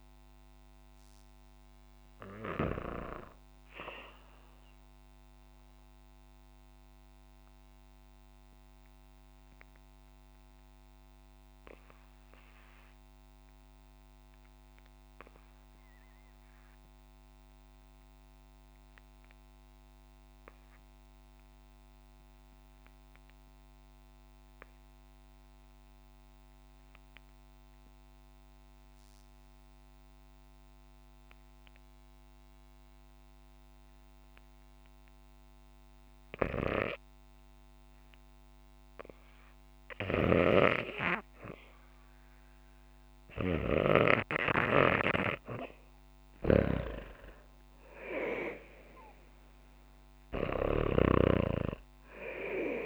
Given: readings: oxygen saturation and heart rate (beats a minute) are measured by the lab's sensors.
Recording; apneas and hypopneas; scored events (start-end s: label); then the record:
breathing in sleep by a microphone on the trachea; 1
0.00-12.00 s: oxygen desaturation (device-marked, oxygen 90% lowest, heart rate 49 extreme)
6.00-35.00 s: obstructive apnea (oxygen 98% before, 78% lowest, heart rate 58 before, 49 extreme, up 2 after)
29.00-52.86 s: oxygen desaturation (device-marked, oxygen 98% before, 78% lowest, heart rate 56 before, 50 extreme)
37.00-41.50 s: arousal
39.50-43.50 s: snoring (device-marked)
From the record:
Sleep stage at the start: REM sleep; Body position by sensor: on the back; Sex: female